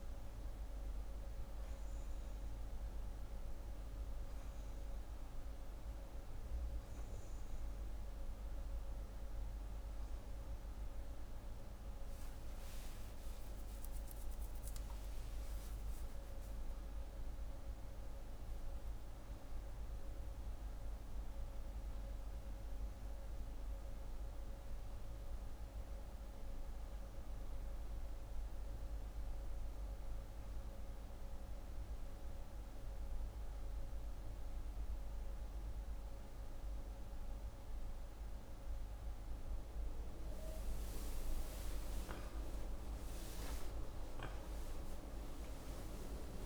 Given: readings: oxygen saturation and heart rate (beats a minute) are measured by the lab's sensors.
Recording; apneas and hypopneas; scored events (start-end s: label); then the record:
breathing in sleep, hard to hear, by a room microphone; none
12.00-15.50 s: arousal
18.00-46.46 s: new sleep stage, N1 (lightest sleep)
From the record:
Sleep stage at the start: REM sleep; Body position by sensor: on the back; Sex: female